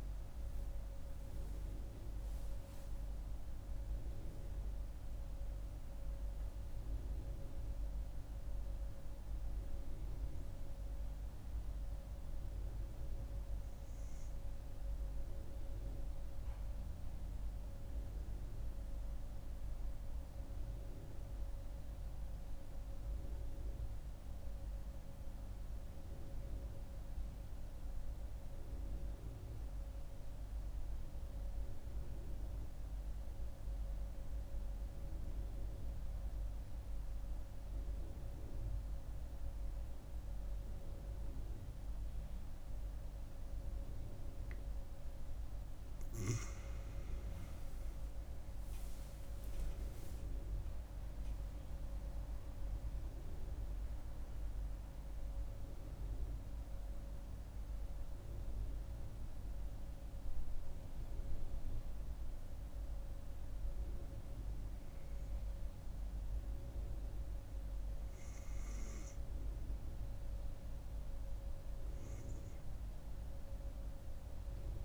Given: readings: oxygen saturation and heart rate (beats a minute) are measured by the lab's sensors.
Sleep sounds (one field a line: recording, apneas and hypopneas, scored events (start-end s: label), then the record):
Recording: breathing in sleep, hard to hear, by a room microphone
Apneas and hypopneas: 1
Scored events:
0.00-19.00 s: oxygen desaturation (device-marked, oxygen 91% lowest)
15.00-44.50 s: mixed apnea (oxygen 96% before, 90% lowest)
35.00-72.00 s: oxygen desaturation (device-marked, oxygen 98% before, 90% lowest)
46.50-50.00 s: arousal
From the record:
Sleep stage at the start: N2 (light sleep)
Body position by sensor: on the right side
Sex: female